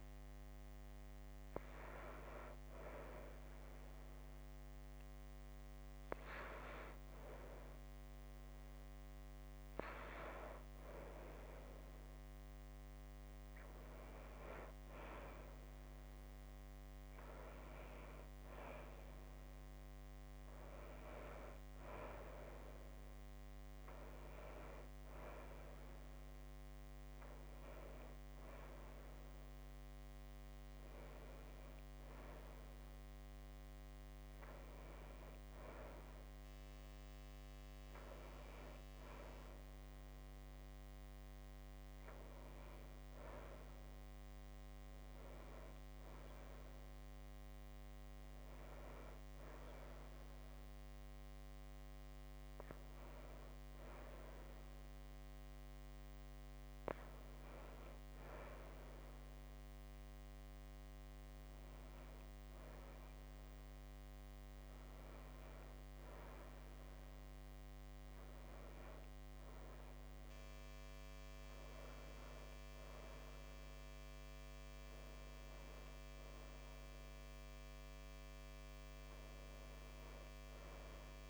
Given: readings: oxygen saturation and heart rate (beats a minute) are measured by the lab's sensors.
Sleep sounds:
breathing in sleep by a microphone on the trachea; none
none scored
From the record:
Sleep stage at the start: N2 (light sleep); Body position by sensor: on the right side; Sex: female

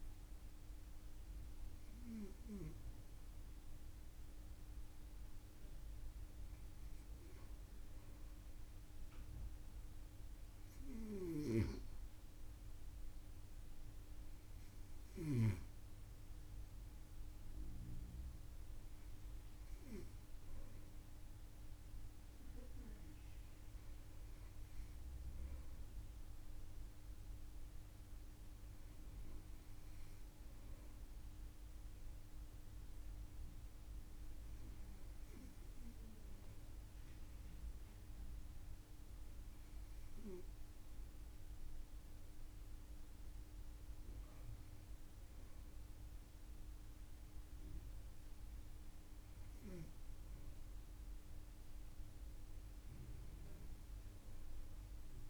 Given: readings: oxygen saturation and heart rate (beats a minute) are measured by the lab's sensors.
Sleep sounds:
breathing in sleep by a room microphone; none
none scored
From the record:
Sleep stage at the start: N2 (light sleep); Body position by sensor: on the front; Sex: female

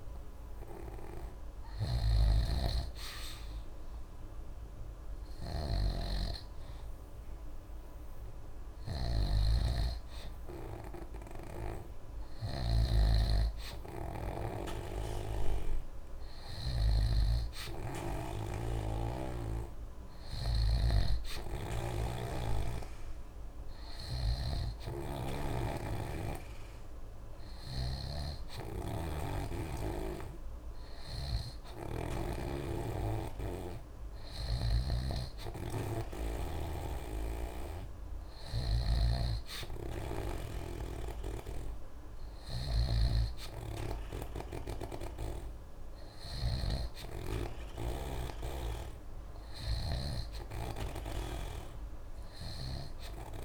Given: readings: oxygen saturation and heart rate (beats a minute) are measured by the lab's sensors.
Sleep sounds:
breathing in sleep by a room microphone; none
0.00-13.00 s: snoring (device-marked)
35.00-53.45 s: snoring (device-marked)
From the record:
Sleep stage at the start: N2 (light sleep); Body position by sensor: on the right side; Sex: male

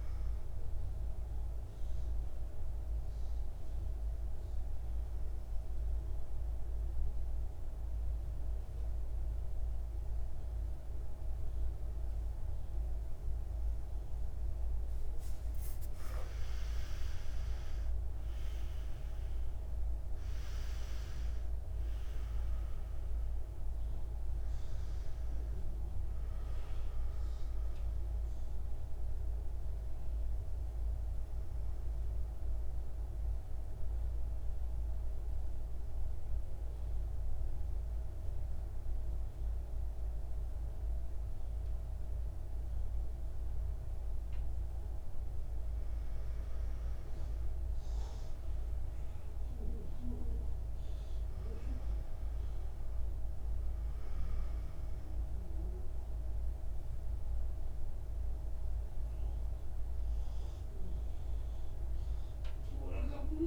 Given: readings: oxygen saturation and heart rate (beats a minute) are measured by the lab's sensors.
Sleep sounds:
breathing in sleep, hard to hear, by a room microphone; 2
0.50-15.50 s: mixed apnea (oxygen 99% before, 89% lowest, heart rate 56 before, 49 extreme, up 10 after)
4.00-9.00 s: oxygen desaturation (device-marked, oxygen 98% before, 93% lowest, heart rate 57 before, 52 extreme)
17.50-21.50 s: arousal
19.00-42.00 s: oxygen desaturation (device-marked, oxygen 96% before, 89% lowest, heart rate 57 before, 49 extreme)
27.50-43.50 s: central apnea (oxygen 97% before, 89% lowest, heart rate 60 before, 49 extreme, up 10 after)
46.00-49.00 s: arousal
54.00-63.47 s: oxygen desaturation (device-marked, oxygen 99% before, 92% lowest, heart rate 55 before, 52 extreme)
From the record:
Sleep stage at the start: N2 (light sleep); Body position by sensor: on the back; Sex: male

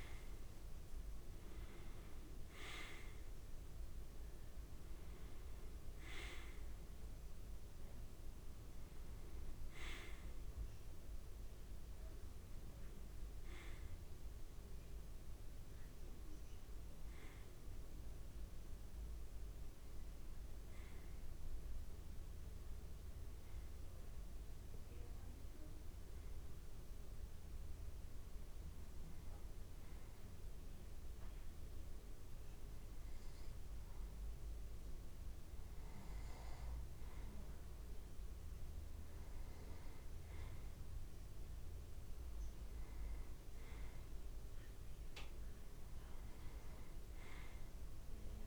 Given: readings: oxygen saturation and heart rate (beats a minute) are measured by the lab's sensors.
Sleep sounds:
breathing in sleep, hard to hear, by a room microphone; 1
0.00-20.00 s: oxygen desaturation (device-marked, oxygen 90% lowest)
24.00-36.00 s: hypopnea (oxygen 96% before, 90% lowest)
45.00-48.47 s: arousal
From the record:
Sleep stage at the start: N2 (light sleep); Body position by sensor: on the right side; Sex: male

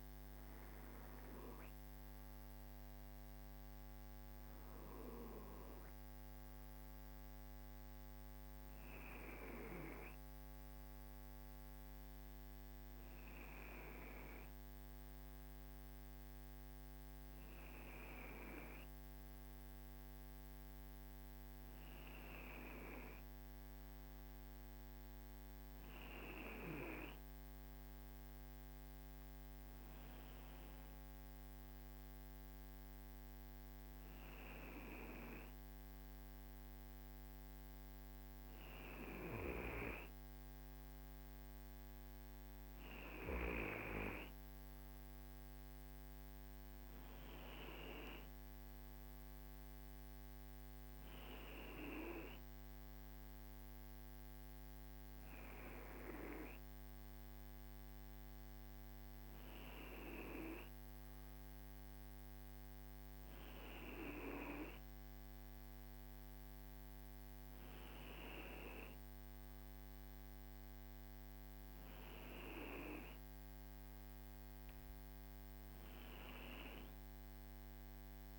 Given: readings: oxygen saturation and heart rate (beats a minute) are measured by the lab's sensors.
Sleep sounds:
breathing in sleep by a microphone on the trachea; none
none scored
From the record:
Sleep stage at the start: N2 (light sleep); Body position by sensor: on the right side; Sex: male

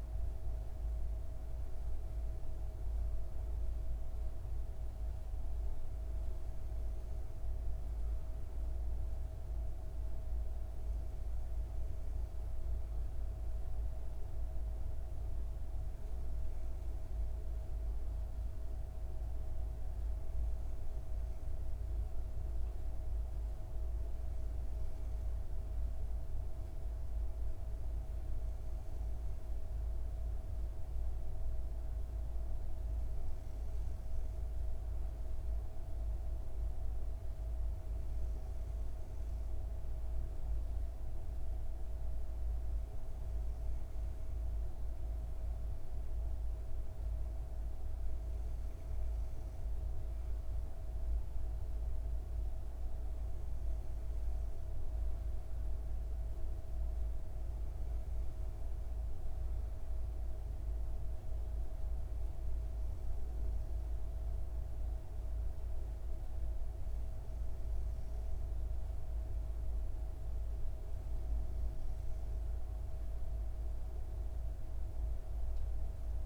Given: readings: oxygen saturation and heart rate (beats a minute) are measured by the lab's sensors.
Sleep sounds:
breathing in sleep, hard to hear, by a room microphone; none
none scored
From the record:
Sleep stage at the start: N2 (light sleep); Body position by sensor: on the back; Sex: female

